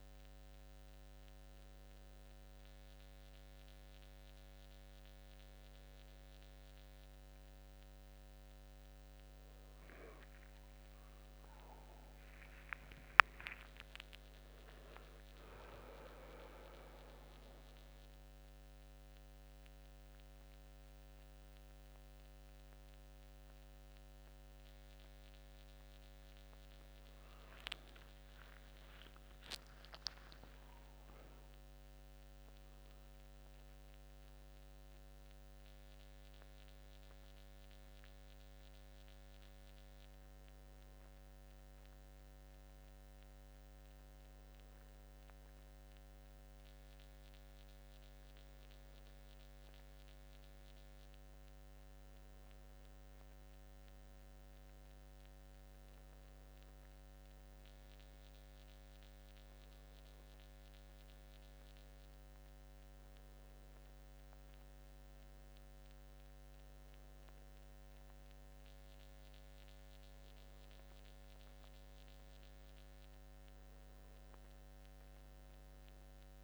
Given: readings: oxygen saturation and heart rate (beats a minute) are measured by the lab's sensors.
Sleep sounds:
a person awake in a sleep study, by a microphone on the trachea; 1
9.00-12.00 s: arousal
16.00-26.00 s: central apnea (oxygen 96% before, 94% lowest, heart rate 84 before, 78 extreme, up 17 after)
29.00-76.44 s: new sleep stage, awake
From the record:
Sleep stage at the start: N2 (light sleep); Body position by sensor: on the back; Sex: male

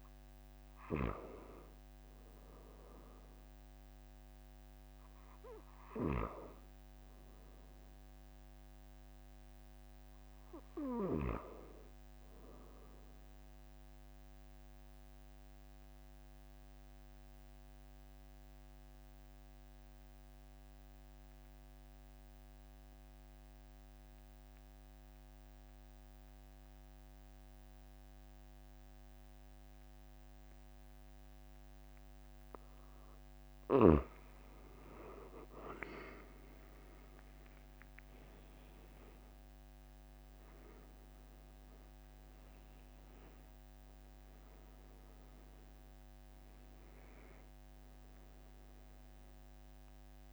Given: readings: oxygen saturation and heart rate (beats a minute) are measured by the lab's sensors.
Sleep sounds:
breathing in sleep by a microphone on the trachea; 1
14.50-32.50 s: obstructive apnea (oxygen 97% before, 92% lowest, heart rate 45 before, 45 extreme, up 5 after)
34.50-40.00 s: arousal
36.00-50.32 s: new sleep stage, N1 (lightest sleep)
From the record:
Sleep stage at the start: N2 (light sleep); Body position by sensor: on the back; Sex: male

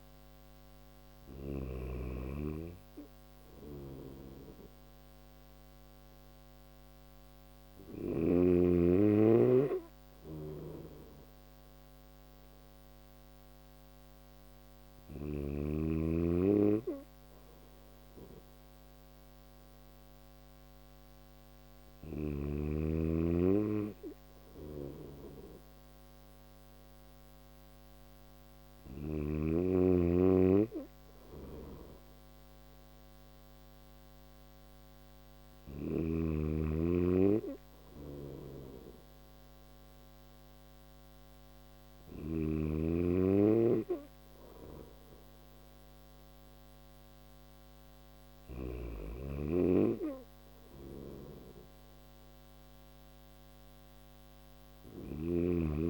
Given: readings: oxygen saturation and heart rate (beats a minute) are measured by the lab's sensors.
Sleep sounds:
breathing in sleep by a microphone on the trachea; none
2.50-7.50 s: snoring (device-marked)
9.50-14.50 s: snoring (device-marked)
23.50-28.00 s: snoring (device-marked)
37.00-41.50 s: snoring (device-marked)
From the record:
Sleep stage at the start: N3 (deep sleep); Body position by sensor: on the back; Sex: male

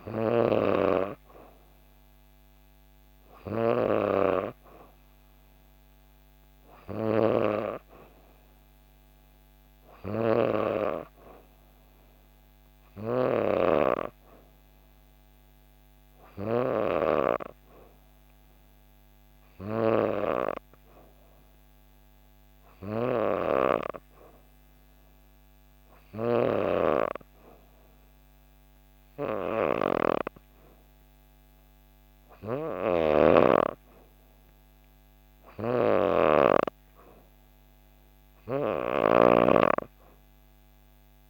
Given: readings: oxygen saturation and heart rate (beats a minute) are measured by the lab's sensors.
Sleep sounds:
breathing in sleep by a microphone on the trachea; 1
0.00-4.00 s: oxygen desaturation (device-marked, oxygen 90% lowest, heart rate 63 extreme)
11.00-14.00 s: arousal
17.50-29.50 s: hypopnea (oxygen 94% before, 91% lowest, heart rate 64 before, 64 extreme, up 2 after)
32.50-37.00 s: arousal
32.50-39.00 s: snoring (device-marked)
From the record:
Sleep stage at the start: N2 (light sleep); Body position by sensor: on the back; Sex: female

